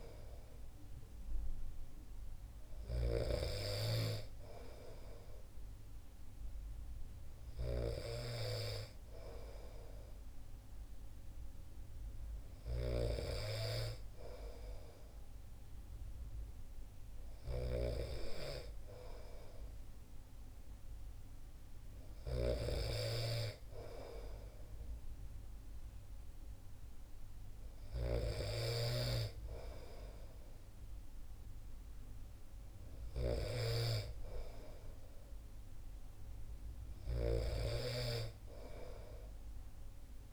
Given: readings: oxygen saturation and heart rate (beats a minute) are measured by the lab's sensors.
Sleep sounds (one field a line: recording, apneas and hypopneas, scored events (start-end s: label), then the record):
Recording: breathing in sleep by a room microphone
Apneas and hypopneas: none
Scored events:
0.00-3.50 s: snoring (device-marked)
37.00-40.33 s: snoring (device-marked)
From the record:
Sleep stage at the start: N2 (light sleep)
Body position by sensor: on the back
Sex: male